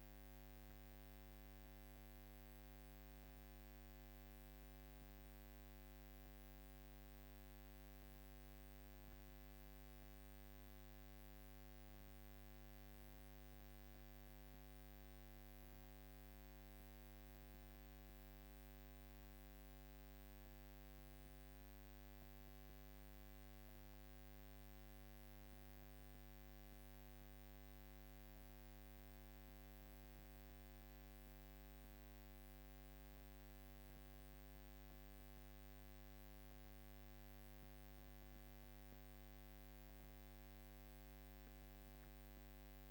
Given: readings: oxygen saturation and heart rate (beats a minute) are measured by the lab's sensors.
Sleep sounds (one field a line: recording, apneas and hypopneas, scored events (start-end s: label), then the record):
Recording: breathing in sleep, hard to hear, by a microphone on the trachea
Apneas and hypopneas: none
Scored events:
23.50-37.50 s: drop in pulse transit time (device-marked, heart rate 50 before, 51 extreme)
From the record:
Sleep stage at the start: N2 (light sleep)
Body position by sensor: on the back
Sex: female